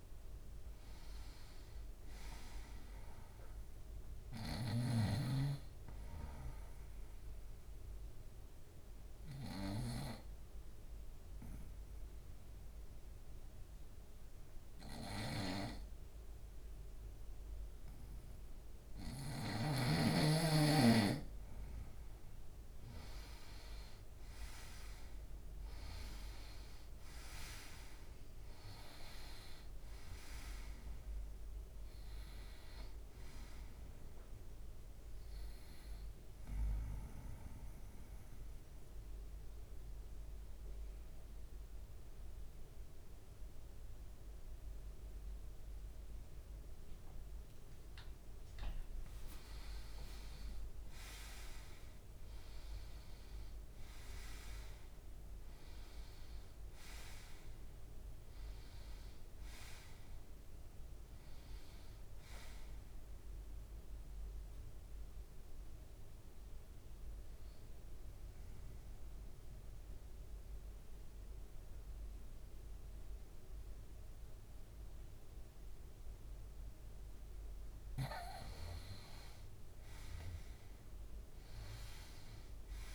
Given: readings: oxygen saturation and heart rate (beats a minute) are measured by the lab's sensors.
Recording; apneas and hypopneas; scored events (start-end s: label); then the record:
breathing in sleep by a room microphone; 3
0.00-1.50 s: arousal
6.00-19.50 s: obstructive apnea (oxygen 98% before, 89% lowest, heart rate 74 before, 71 extreme, up 3 after)
23.50-27.50 s: arousal
30.00-50.00 s: oxygen desaturation (device-marked, oxygen 96% before, 89% lowest, heart rate 73 before, 69 extreme)
37.00-48.50 s: obstructive apnea (oxygen 96% before, 89% lowest, heart rate 74 before, 70 extreme, up 15 after)
51.50-55.50 s: arousal
63.00-78.00 s: obstructive apnea (oxygen 98% before, 91% lowest, heart rate 76 before, 69 extreme, up 4 after)
70.00-79.00 s: oxygen desaturation (device-marked, oxygen 98% before, 93% lowest, heart rate 77 before, 69 extreme)
80.00-82.95 s: arousal
From the record:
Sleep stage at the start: N2 (light sleep); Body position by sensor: on the right side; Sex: male